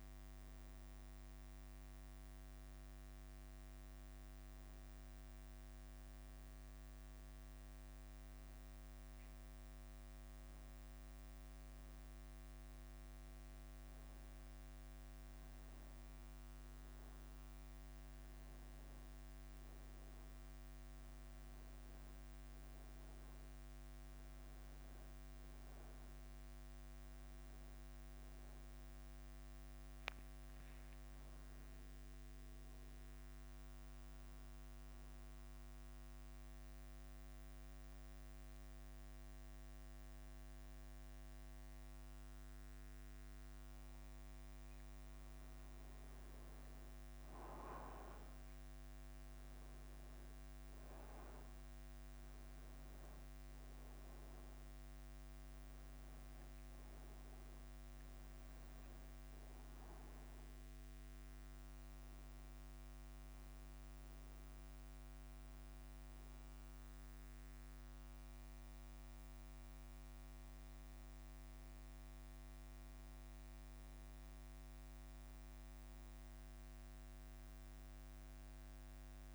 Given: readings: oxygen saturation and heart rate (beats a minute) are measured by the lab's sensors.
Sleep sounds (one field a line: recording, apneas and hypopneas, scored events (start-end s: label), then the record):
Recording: breathing in sleep, hard to hear, by a microphone on the trachea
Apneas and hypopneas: 3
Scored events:
0.00-22.00 s: bradycardia (device-marked, heart rate 52 extreme)
0.50-13.50 s: hypopnea (oxygen 97% before, 92% lowest, heart rate 58 before, 48 extreme, up 0 after)
16.00-79.35 s: new sleep stage, N2 (light sleep)
16.50-21.00 s: arousal
29.00-79.35 s: bradycardia (device-marked, heart rate 58 before, 48 extreme)
29.50-31.50 s: long interval between heartbeats (device-marked, heart rate 59 before, 74 extreme)
36.00-46.50 s: obstructive apnea (oxygen 95% before, 92% lowest, heart rate 61 before, 54 extreme, up 4 after)
49.00-52.50 s: arousal
59.00-77.00 s: oxygen desaturation (device-marked, oxygen 95% before, 92% lowest, heart rate 55 before, 54 extreme)
63.00-74.50 s: hypopnea (oxygen 95% before, 92% lowest, heart rate 56 before, 54 extreme, up 3 after)
77.50-79.35 s: arousal
From the record:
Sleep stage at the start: N1 (lightest sleep)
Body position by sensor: on the back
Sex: male